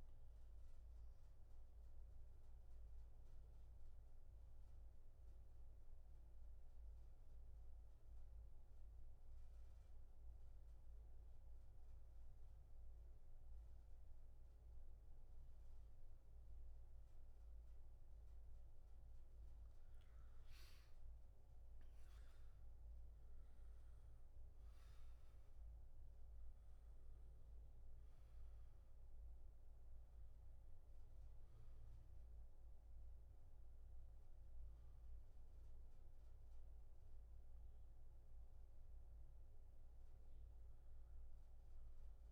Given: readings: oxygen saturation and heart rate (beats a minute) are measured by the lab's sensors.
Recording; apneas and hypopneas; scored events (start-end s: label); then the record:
breathing in sleep, hard to hear, by a room microphone; 1
0.00-8.00 s: oxygen desaturation (device-marked, oxygen 88% lowest, heart rate 63 extreme)
1.00-17.00 s: obstructive apnea (oxygen 96% before, 83% lowest, heart rate 70 before, 63 extreme, up 14 after)
19.50-23.00 s: arousal
21.00-39.00 s: oxygen desaturation (device-marked, oxygen 97% before, 84% lowest, heart rate 66 before, 59 extreme)
From the record:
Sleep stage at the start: N2 (light sleep); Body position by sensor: on the back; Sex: male